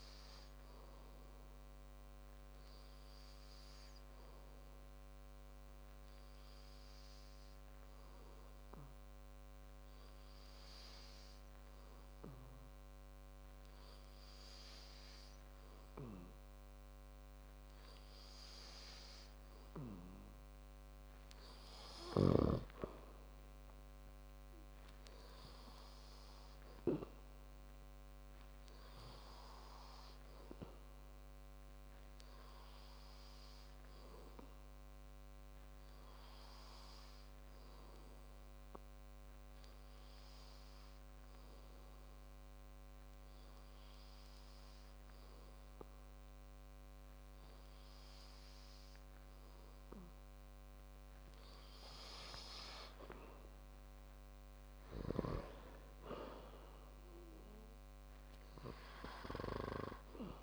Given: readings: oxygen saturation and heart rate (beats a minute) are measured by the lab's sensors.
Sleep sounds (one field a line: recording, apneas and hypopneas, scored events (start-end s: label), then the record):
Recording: breathing in sleep by a microphone on the trachea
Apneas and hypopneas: 2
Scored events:
2.50-15.00 s: hypopnea (oxygen 97% before, 93% lowest, heart rate 68 before, 52 extreme, up 7 after)
11.50-24.50 s: oxygen desaturation (device-marked, oxygen 96% before, 93% lowest, heart rate 62 before, 54 extreme)
17.00-19.50 s: arousal
25.50-29.00 s: arousal
37.50-49.00 s: hypopnea (oxygen 97% before, 95% lowest, heart rate 62 before, 52 extreme, up 9 after)
50.50-54.00 s: arousal
From the record:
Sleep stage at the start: N2 (light sleep)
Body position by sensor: on the back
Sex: male